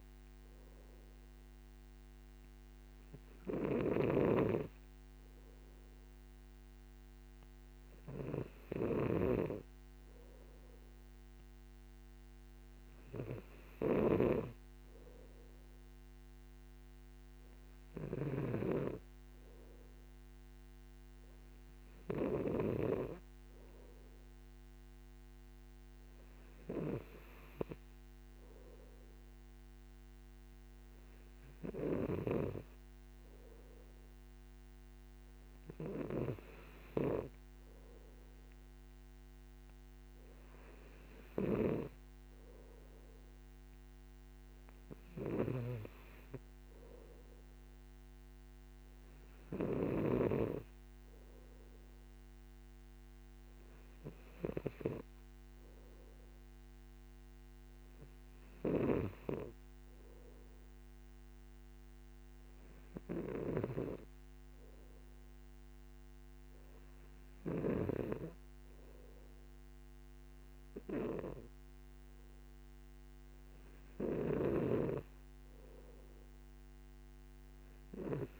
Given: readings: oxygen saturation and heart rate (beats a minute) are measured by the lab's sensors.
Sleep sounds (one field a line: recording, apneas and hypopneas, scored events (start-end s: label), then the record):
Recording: breathing in sleep by a microphone on the trachea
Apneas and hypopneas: none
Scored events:
0.00-19.00 s: snoring (device-marked)
74.50-78.40 s: snoring (device-marked)
From the record:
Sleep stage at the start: N2 (light sleep)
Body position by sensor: on the back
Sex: male